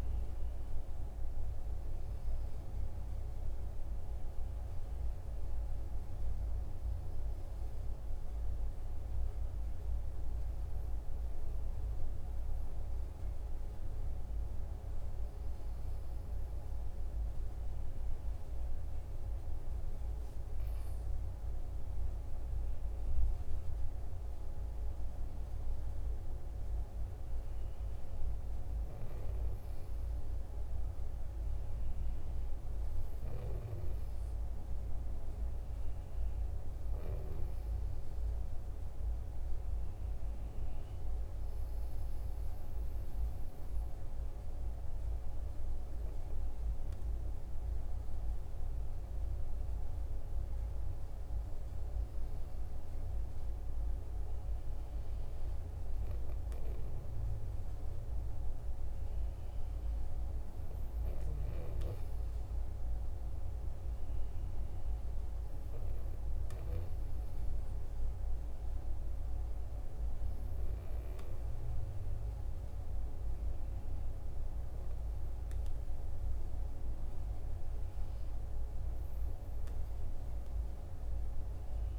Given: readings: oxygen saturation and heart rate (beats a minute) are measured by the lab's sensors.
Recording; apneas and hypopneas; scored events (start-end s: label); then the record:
breathing in sleep, hard to hear, by a room microphone; none
none scored
From the record:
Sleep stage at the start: N2 (light sleep); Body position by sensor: on the right side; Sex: male